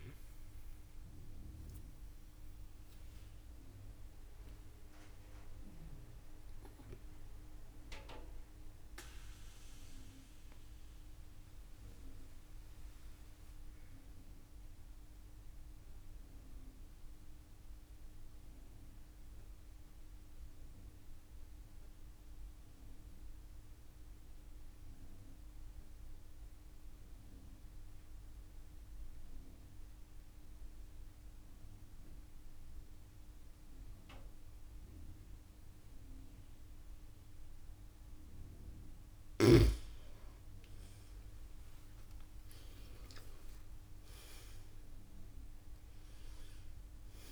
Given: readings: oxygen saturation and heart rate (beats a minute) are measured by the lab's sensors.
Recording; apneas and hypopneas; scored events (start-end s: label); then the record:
breathing in sleep by a room microphone; 1
0.00-25.00 s: oxygen desaturation (device-marked, oxygen 91% lowest)
6.50-38.00 s: mixed apnea (oxygen 97% before, 90% lowest)
41.00-43.00 s: long interval between heartbeats (device-marked)
41.00-45.50 s: arousal
41.00-47.32 s: oxygen desaturation (device-marked, oxygen 98% before, 90% lowest)
43.00-45.00 s: long interval between heartbeats (device-marked)
From the record:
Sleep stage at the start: N2 (light sleep); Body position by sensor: on the back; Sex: female